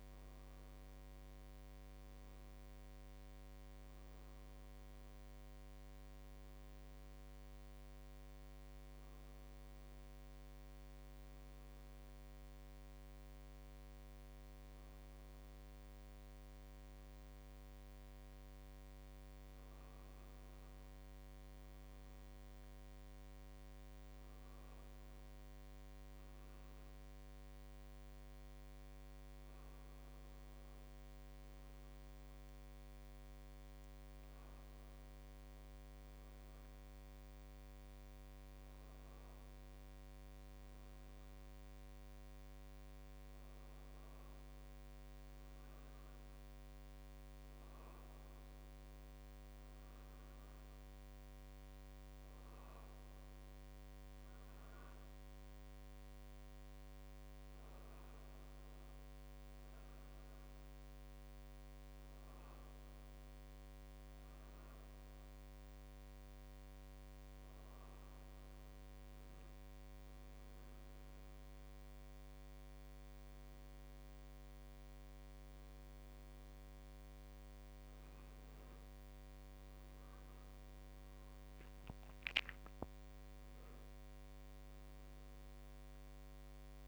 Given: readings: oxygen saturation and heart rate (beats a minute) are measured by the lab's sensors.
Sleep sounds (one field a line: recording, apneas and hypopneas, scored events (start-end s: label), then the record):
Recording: a person awake in a sleep study, hard to hear, by a microphone on the trachea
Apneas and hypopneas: none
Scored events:
none scored
From the record:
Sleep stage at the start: awake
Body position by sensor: on the right side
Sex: male